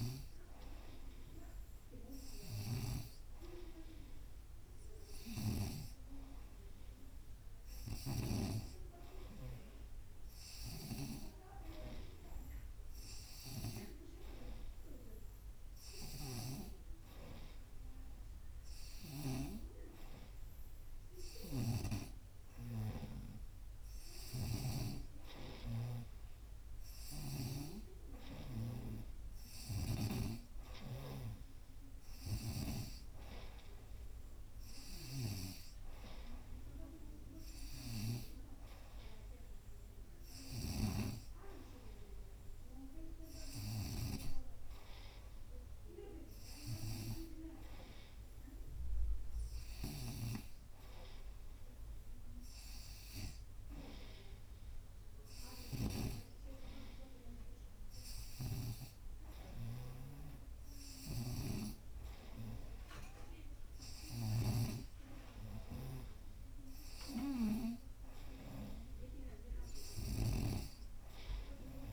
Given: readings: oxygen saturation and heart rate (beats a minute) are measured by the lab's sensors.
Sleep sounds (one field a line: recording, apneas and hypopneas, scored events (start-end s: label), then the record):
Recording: breathing in sleep by a room microphone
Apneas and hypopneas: none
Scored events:
2.50-8.50 s: snoring (device-marked)
21.50-25.00 s: snoring (device-marked)
29.50-44.00 s: snoring (device-marked)
55.50-71.93 s: snoring (device-marked)
From the record:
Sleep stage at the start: N2 (light sleep)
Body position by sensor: on the right side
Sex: female